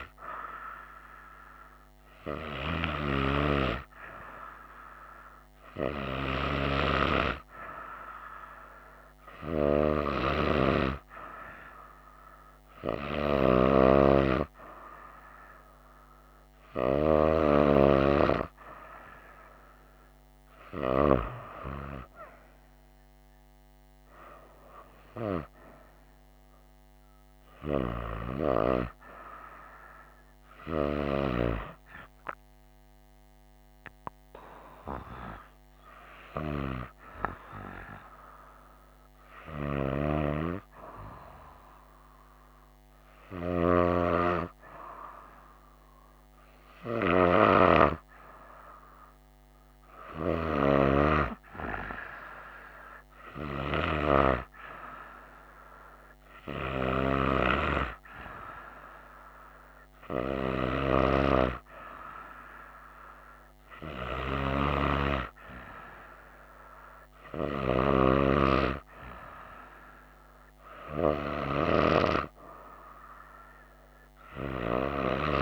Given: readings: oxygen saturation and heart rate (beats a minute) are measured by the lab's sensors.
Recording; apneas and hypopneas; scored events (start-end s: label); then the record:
breathing in sleep by a microphone on the trachea; none
none scored
From the record:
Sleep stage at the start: N2 (light sleep); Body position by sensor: on the right side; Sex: female